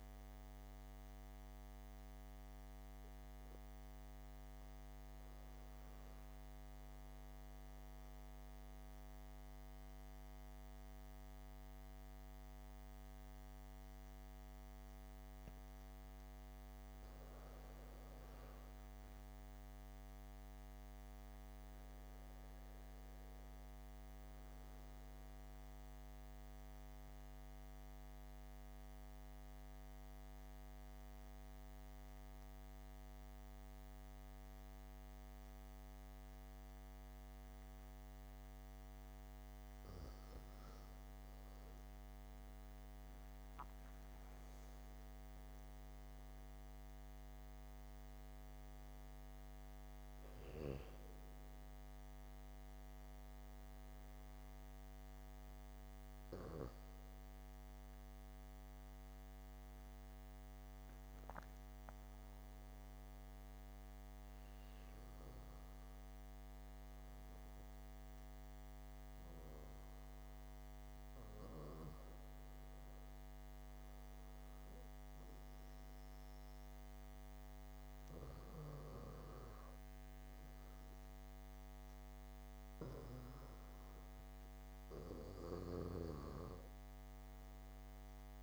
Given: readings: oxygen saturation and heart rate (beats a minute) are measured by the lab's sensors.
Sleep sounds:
breathing in sleep, hard to hear, by a microphone on the trachea; 2
0.00-3.50 s: oxygen desaturation (device-marked, oxygen 92% lowest, heart rate 65 extreme)
7.50-18.00 s: mixed apnea (oxygen 96% before, 91% lowest, heart rate 66 before, 63 extreme, up 2 after)
20.00-23.50 s: arousal
27.00-40.50 s: obstructive apnea (oxygen 98% before, 91% lowest, heart rate 69 before, 64 extreme, up 4 after)
27.50-41.50 s: oxygen desaturation (device-marked, oxygen 97% before, 93% lowest, heart rate 68 before, 64 extreme)
43.00-46.50 s: arousal
50.50-63.50 s: oxygen desaturation (device-marked, oxygen 97% before, 91% lowest, heart rate 68 before, 65 extreme)
From the record:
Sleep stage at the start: N2 (light sleep); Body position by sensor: on the back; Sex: male

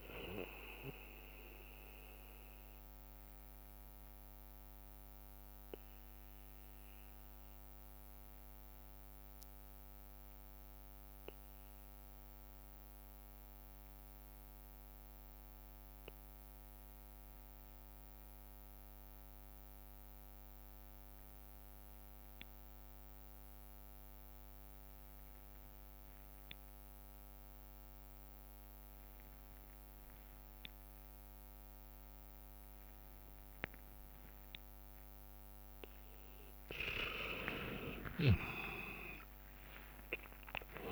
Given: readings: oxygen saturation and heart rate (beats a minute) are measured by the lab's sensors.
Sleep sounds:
breathing in sleep by a microphone on the trachea; 1
0.00-3.50 s: drop in pulse transit time (device-marked, heart rate 63 extreme)
0.00-15.50 s: oxygen desaturation (device-marked, oxygen 89% lowest, heart rate 54 extreme)
0.50-11.50 s: bradycardia (device-marked, heart rate 68 before, 54 extreme)
3.50-35.00 s: obstructive apnea (oxygen 99% before, 86% lowest, heart rate 64 before, 55 extreme, up 41 after)
31.50-40.92 s: oxygen desaturation (device-marked, oxygen 99% before, 86% lowest, heart rate 60 before, 55 extreme)
39.00-40.92 s: arousal
39.50-40.92 s: tachycardia (device-marked, heart rate 68 before, 158 extreme)
From the record:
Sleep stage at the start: N2 (light sleep); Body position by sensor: on the back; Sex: male

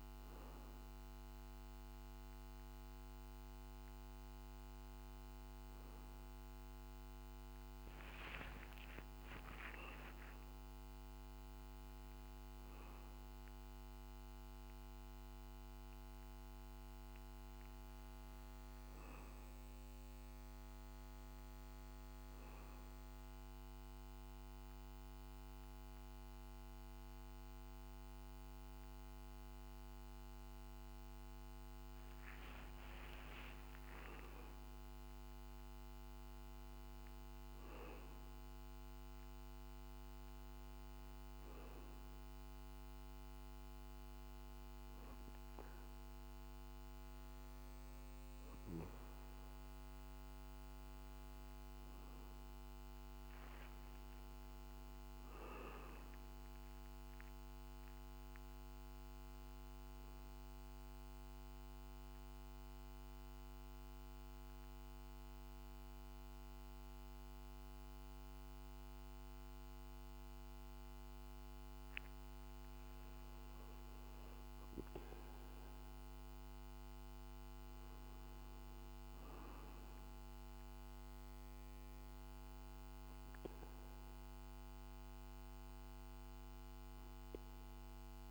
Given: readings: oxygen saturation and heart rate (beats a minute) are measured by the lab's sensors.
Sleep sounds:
a person partly awake in a sleep study, hard to hear, by a microphone on the trachea; 1
28.50-58.50 s: new sleep stage, N1 (lightest sleep)
58.50-88.31 s: new sleep stage, N2 (light sleep)
59.50-71.00 s: central apnea (oxygen 97% before, 95% lowest, heart rate 50 before, 47 extreme, up 2 after)
74.00-78.00 s: arousal
From the record:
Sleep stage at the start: awake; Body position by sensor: on the back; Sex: male

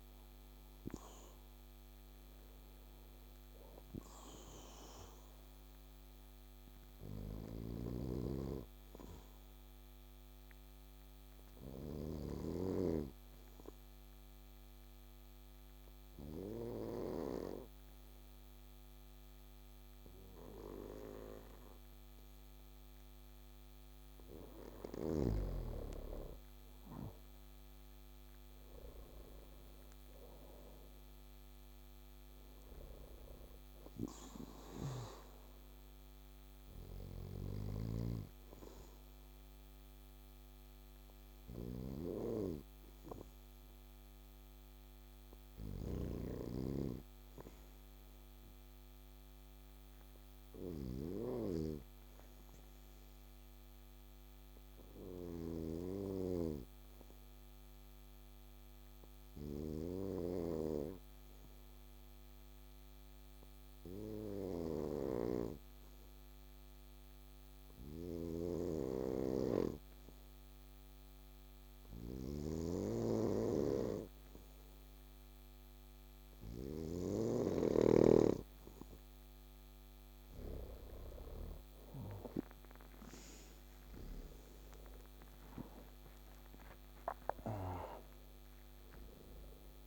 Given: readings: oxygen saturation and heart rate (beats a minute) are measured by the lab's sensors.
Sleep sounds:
breathing in sleep by a microphone on the trachea; 2
8.50-23.50 s: obstructive apnea (oxygen 99% before, 94% lowest, heart rate 61 before, 59 extreme, up 8 after)
25.00-28.50 s: arousal
29.00-49.00 s: oxygen desaturation (device-marked, oxygen 98% before, 95% lowest, heart rate 60 before, 59 extreme)
40.00-78.00 s: obstructive apnea (oxygen 98% before, 92% lowest, heart rate 63 before, 59 extreme, up 9 after)
67.00-89.87 s: oxygen desaturation (device-marked, oxygen 98% before, 92% lowest, heart rate 61 before, 57 extreme)
80.00-85.00 s: arousal
From the record:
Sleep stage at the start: N2 (light sleep); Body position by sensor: on the back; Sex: male

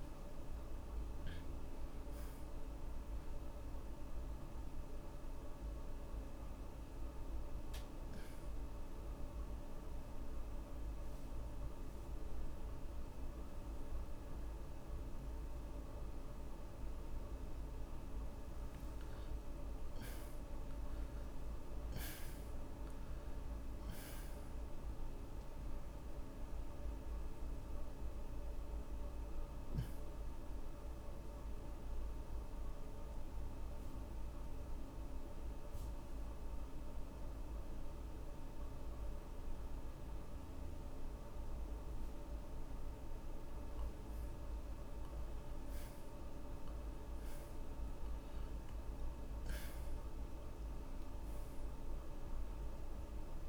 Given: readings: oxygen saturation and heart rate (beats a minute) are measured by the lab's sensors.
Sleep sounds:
breathing in sleep, hard to hear, by a room microphone; 2
0.00-2.00 s: arousal
5.50-18.00 s: mixed apnea (oxygen 92% before, 76% lowest)
10.00-20.00 s: oxygen desaturation (device-marked, oxygen 92% before, 76% lowest)
19.50-23.50 s: arousal
29.00-41.00 s: obstructive apnea (oxygen 95% before, 76% lowest)
33.00-41.00 s: oxygen desaturation (device-marked, oxygen 95% before, 79% lowest)
44.00-48.00 s: arousal
48.00-53.48 s: oxygen desaturation (device-marked, oxygen 94% before, 76% lowest)
From the record:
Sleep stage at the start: N2 (light sleep); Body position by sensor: on the back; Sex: male

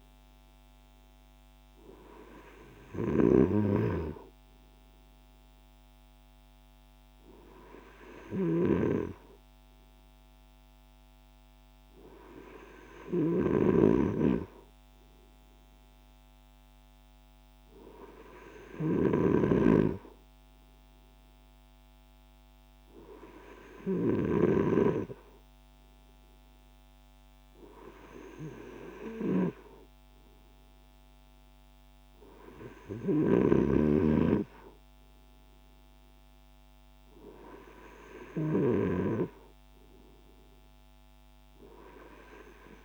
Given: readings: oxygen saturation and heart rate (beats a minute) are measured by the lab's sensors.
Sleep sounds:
breathing in sleep by a microphone on the trachea; none
30.50-42.85 s: new sleep stage, N3 (deep sleep)
From the record:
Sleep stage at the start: N2 (light sleep); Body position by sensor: on the right side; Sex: male

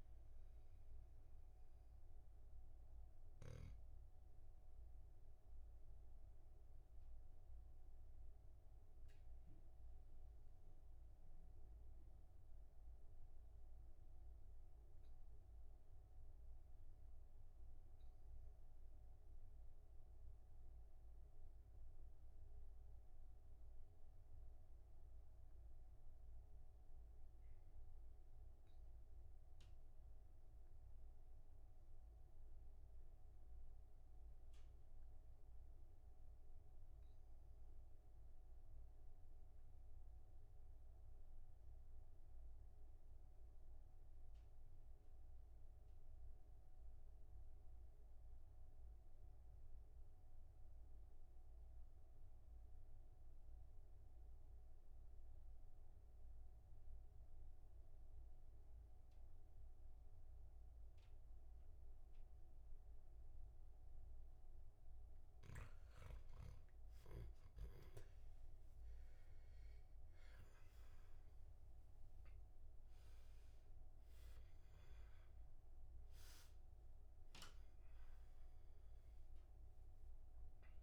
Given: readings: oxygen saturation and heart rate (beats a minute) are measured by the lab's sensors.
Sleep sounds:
breathing in sleep, hard to hear, by a room microphone; 1
5.00-63.50 s: obstructive apnea (oxygen 99% before, 83% lowest, heart rate 46 before, 35 extreme, up 12 after)
68.00-80.83 s: oxygen desaturation (device-marked, oxygen 96% before, 83% lowest, heart rate 38 before, 43 extreme)
From the record:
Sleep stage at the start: N2 (light sleep); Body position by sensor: on the back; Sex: male

